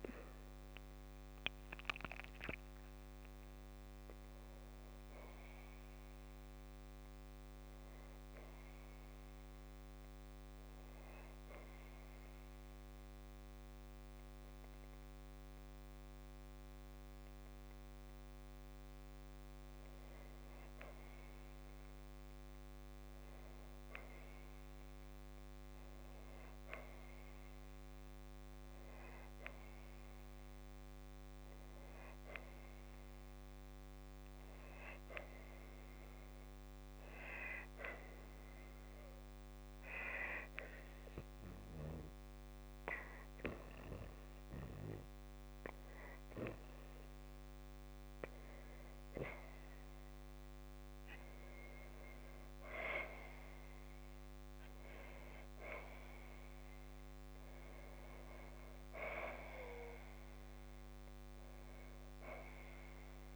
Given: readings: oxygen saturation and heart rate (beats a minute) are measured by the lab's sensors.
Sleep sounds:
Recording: breathing in sleep by a microphone on the trachea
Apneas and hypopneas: none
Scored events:
0.00-1.00 s: arousal
49.50-53.00 s: arousal
From the record:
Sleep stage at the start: N2 (light sleep)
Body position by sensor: on the back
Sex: female

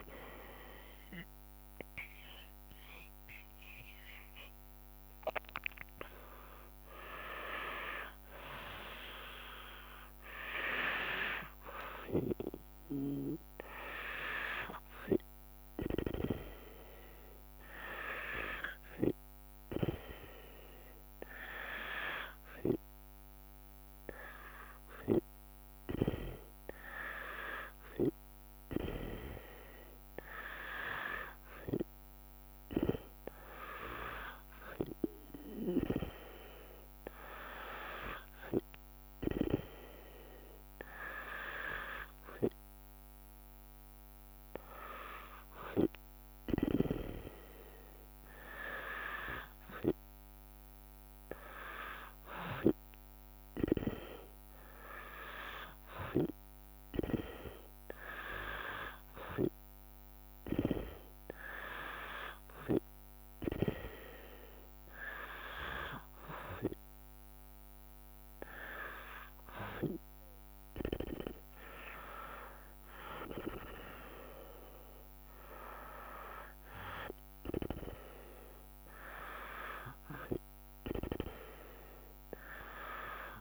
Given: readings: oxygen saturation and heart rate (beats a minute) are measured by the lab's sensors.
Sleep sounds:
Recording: breathing in sleep by a microphone on the trachea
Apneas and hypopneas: none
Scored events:
0.00-11.50 s: drop in pulse transit time (device-marked, heart rate 67 extreme)
60.00-63.50 s: snoring (device-marked)
71.50-81.50 s: drop in pulse transit time (device-marked, heart rate 62 before, 62 extreme)
From the record:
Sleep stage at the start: N2 (light sleep)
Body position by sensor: on the back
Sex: female

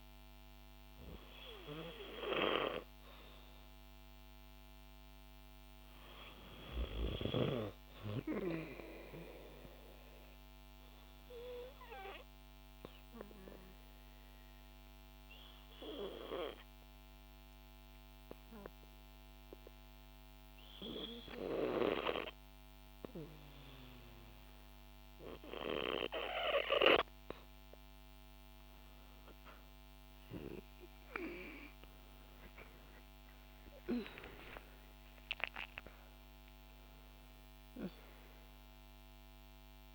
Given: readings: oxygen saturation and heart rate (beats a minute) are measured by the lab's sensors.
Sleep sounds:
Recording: breathing in sleep by a microphone on the trachea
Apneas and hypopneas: 1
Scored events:
9.00-26.00 s: obstructive apnea (oxygen 95% before, 90% lowest, heart rate 58 before, 55 extreme, up 8 after)
30.00-34.50 s: arousal
32.50-39.95 s: oxygen desaturation (device-marked, oxygen 95% before, 90% lowest, heart rate 58 before, 54 extreme)
From the record:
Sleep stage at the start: N2 (light sleep)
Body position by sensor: on the back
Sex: female

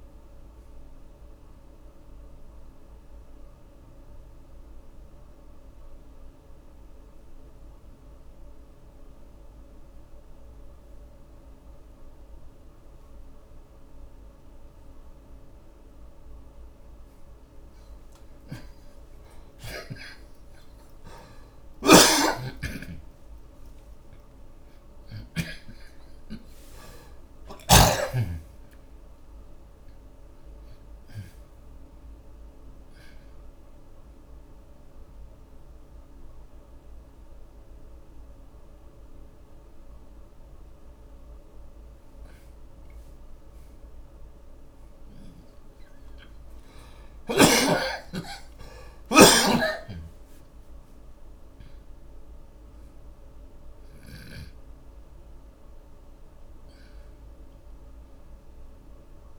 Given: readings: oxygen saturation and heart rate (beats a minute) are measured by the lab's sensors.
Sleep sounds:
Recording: breathing in sleep by a room microphone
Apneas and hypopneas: 1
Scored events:
0.00-16.50 s: oxygen desaturation (device-marked, oxygen 88% lowest)
3.50-15.50 s: hypopnea (oxygen 97% before, 75% lowest)
19.50-24.00 s: arousal
21.50-52.50 s: oxygen desaturation (device-marked, oxygen 90% before, 75% lowest)
22.00-28.00 s: snoring (device-marked)
45.50-50.00 s: arousal
54.50-59.38 s: oxygen desaturation (device-marked, oxygen 98% before, 91% lowest)
From the record:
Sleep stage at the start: N2 (light sleep)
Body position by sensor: on the back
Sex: male

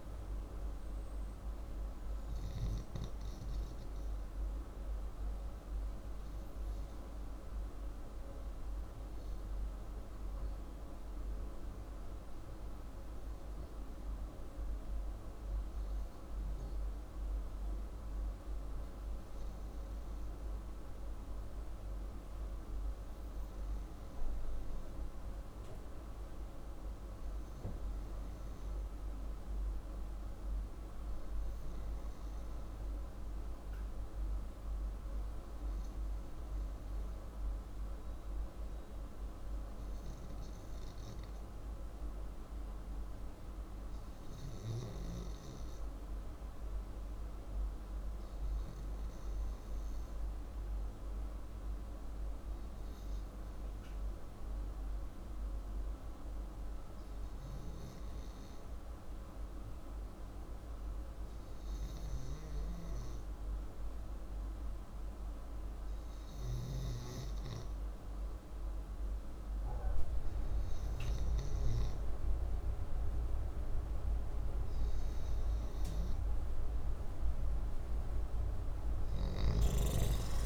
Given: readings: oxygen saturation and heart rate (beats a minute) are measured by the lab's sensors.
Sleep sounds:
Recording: breathing in sleep, hard to hear, by a room microphone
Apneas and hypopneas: 1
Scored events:
8.00-68.00 s: hypopnea (oxygen 97% before, 88% lowest, heart rate 59 before, 55 extreme, up 2 after)
70.50-75.00 s: arousal
From the record:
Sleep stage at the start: REM sleep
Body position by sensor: upright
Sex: male

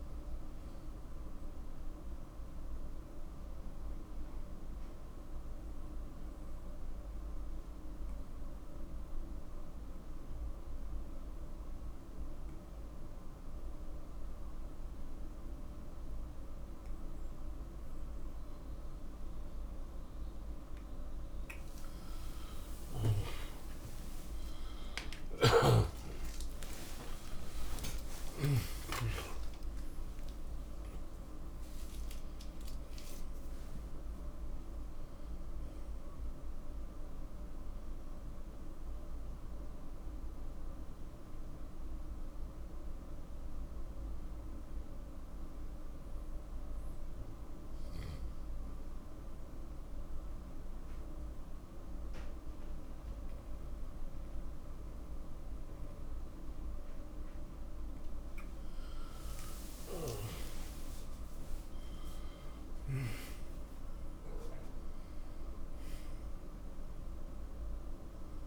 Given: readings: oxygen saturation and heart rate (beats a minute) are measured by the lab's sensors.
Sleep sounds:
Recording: breathing in sleep, hard to hear, by a room microphone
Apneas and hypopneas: 2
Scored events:
0.00-12.50 s: oxygen desaturation (device-marked, oxygen 88% lowest, heart rate 66 extreme)
3.00-20.00 s: obstructive apnea (oxygen 96% before, 88% lowest, heart rate 84 before, 66 extreme, up 54 after)
23.00-29.00 s: arousal
37.50-46.50 s: oxygen desaturation (device-marked, oxygen 94% before, 91% lowest, heart rate 100 before, 70 extreme)
40.50-58.50 s: obstructive apnea (oxygen 96% before, 91% lowest, heart rate 100 before, 66 extreme, up 28 after)
59.50-65.00 s: arousal
From the record:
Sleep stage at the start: N2 (light sleep)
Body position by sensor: on the back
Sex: male

